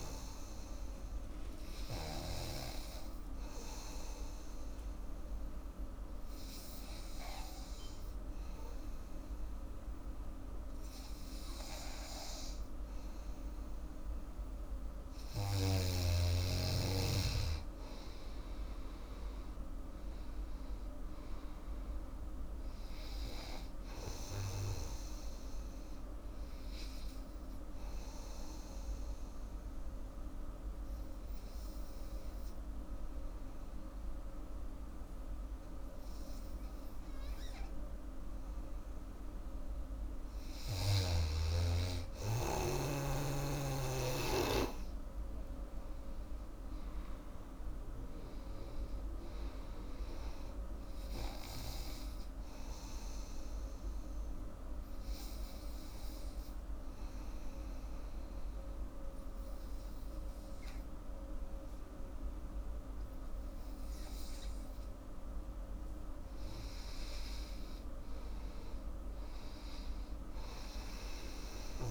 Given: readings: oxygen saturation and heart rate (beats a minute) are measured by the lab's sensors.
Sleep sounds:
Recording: breathing in sleep by a room microphone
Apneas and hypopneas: 3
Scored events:
0.00-6.00 s: oxygen desaturation (device-marked, oxygen 94% lowest, heart rate 77 extreme)
2.00-14.00 s: hypopnea (oxygen 97% before, 92% lowest, heart rate 82 before, 77 extreme, up 9 after)
18.00-21.50 s: arousal
20.00-35.00 s: oxygen desaturation (device-marked, oxygen 96% before, 92% lowest, heart rate 80 before, 63 extreme)
28.50-39.00 s: obstructive apnea (oxygen 96% before, 91% lowest, heart rate 82 before, 63 extreme, up 4 after)
40.50-43.50 s: arousal
42.00-62.00 s: oxygen desaturation (device-marked, oxygen 99% before, 92% lowest, heart rate 80 before, 63 extreme)
53.00-64.00 s: obstructive apnea (oxygen 99% before, 90% lowest, heart rate 81 before, 66 extreme, up 23 after)
67.50-71.00 s: arousal
From the record:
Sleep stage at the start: N2 (light sleep)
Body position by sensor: on the back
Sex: female

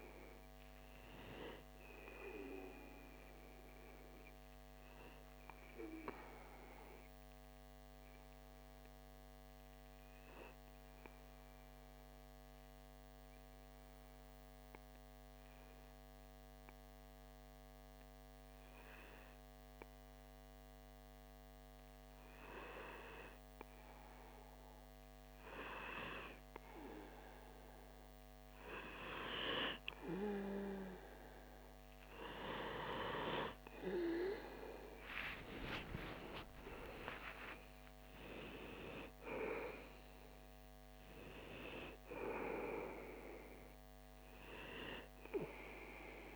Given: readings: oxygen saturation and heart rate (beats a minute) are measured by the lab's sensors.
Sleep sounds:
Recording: breathing in sleep by a microphone on the trachea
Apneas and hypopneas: 1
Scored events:
0.00-6.50 s: oxygen desaturation (device-marked, oxygen 93% lowest)
5.00-22.50 s: obstructive apnea (oxygen 97% before, 91% lowest)
32.00-36.00 s: arousal
32.50-43.50 s: oxygen desaturation (device-marked, oxygen 97% before, 92% lowest)
From the record:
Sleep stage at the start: N2 (light sleep)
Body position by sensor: on the back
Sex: male

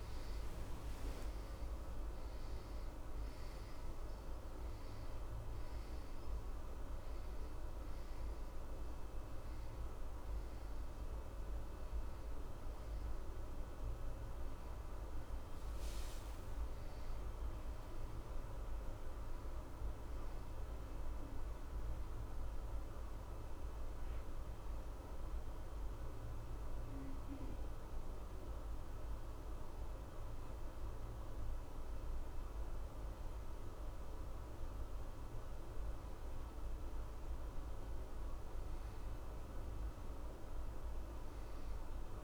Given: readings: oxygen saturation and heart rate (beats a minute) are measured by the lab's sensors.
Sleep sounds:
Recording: breathing in sleep, hard to hear, by a room microphone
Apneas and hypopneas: 1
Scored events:
15.50-20.50 s: arousal
25.00-36.00 s: obstructive apnea (oxygen 90% before, 88% lowest, heart rate 71 before, 63 extreme, up 0 after)
From the record:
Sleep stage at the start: N1 (lightest sleep)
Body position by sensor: on the back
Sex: male

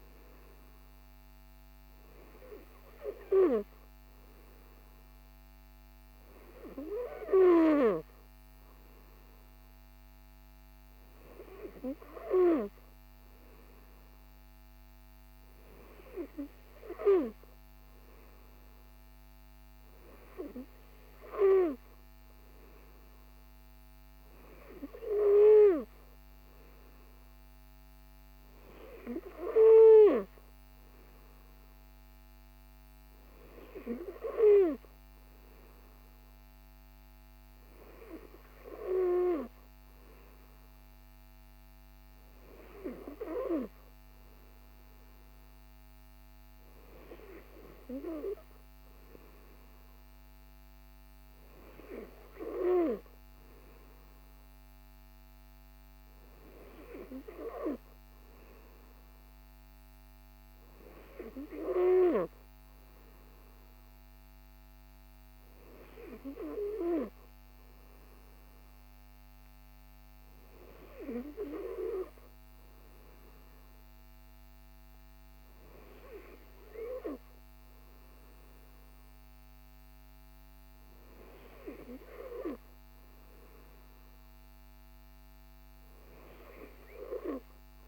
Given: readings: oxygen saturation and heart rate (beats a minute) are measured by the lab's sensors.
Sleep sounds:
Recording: breathing in sleep by a microphone on the trachea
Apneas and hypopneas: none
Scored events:
none scored
From the record:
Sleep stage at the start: N2 (light sleep)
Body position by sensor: on the right side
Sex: male

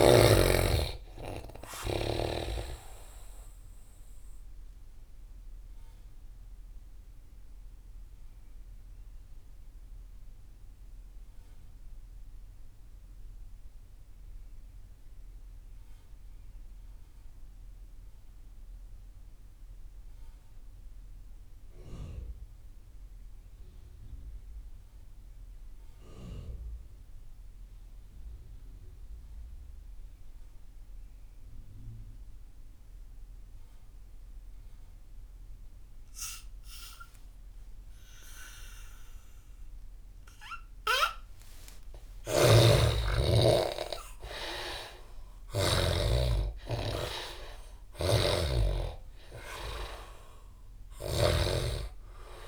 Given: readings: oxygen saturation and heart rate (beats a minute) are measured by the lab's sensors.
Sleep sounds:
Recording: breathing in sleep by a room microphone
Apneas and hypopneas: 1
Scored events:
0.00-20.00 s: oxygen desaturation (device-marked, oxygen 71% lowest)
5.50-41.50 s: mixed apnea (oxygen 97% before, 71% lowest)
35.00-52.48 s: oxygen desaturation (device-marked, oxygen 98% before, 77% lowest)
41.50-45.50 s: snoring (device-marked)
42.50-47.50 s: arousal
47.50-51.00 s: snoring (device-marked)
From the record:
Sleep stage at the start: N2 (light sleep)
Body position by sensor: on the back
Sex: male

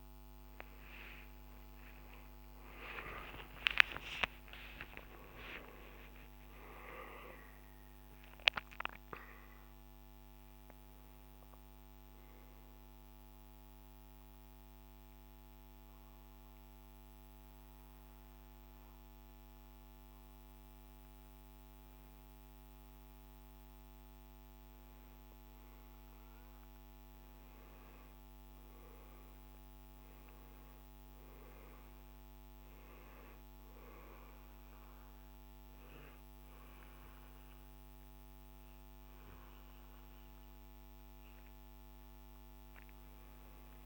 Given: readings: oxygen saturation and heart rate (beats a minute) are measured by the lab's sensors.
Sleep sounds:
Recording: breathing in sleep by a microphone on the trachea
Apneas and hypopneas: 1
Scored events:
2.50-8.50 s: arousal
13.00-25.00 s: hypopnea (oxygen 95% before, 92% lowest, heart rate 70 before, 54 extreme, up 4 after)
27.00-31.00 s: arousal
31.00-43.86 s: oxygen desaturation (device-marked, oxygen 99% before, 92% lowest, heart rate 64 before, 52 extreme)
From the record:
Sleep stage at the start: N2 (light sleep)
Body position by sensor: on the back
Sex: male

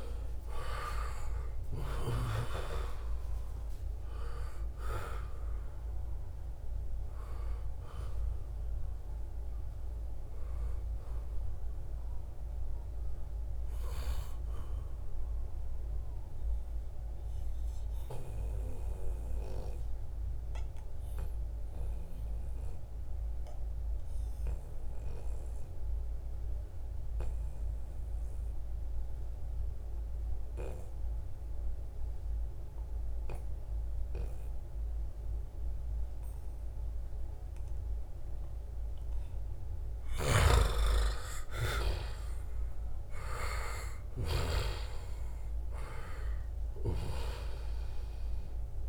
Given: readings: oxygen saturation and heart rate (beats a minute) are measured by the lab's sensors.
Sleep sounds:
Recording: breathing in sleep by a room microphone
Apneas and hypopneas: 1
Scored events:
0.00-24.50 s: oxygen desaturation (device-marked, oxygen 86% lowest, heart rate 67 extreme)
16.50-39.00 s: obstructive apnea (oxygen 96% before, 86% lowest, heart rate 80 before, 73 extreme, up 3 after)
19.00-21.00 s: long interval between heartbeats (device-marked, heart rate 81 before, 85 extreme)
40.00-44.50 s: snoring (device-marked)
40.50-45.00 s: arousal
43.50-48.88 s: oxygen desaturation (device-marked, oxygen 97% before, 90% lowest, heart rate 75 before, 69 extreme)
From the record:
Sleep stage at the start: N2 (light sleep)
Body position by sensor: on the back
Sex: male

